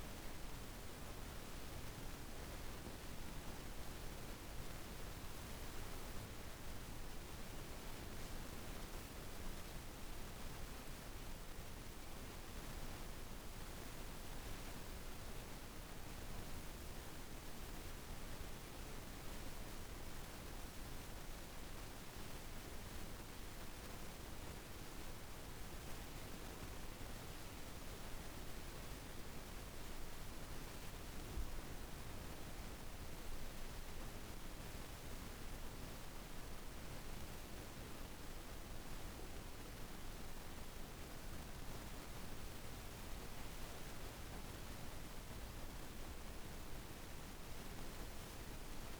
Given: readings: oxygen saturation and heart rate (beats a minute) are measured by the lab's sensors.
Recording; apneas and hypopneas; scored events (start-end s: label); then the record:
a person partly awake in a sleep study, hard to hear, by a room microphone; none
10.00-40.00 s: new sleep stage, N1 (lightest sleep)
40.00-49.00 s: new sleep stage, N2 (light sleep)
From the record:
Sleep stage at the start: awake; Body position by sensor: on the back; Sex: female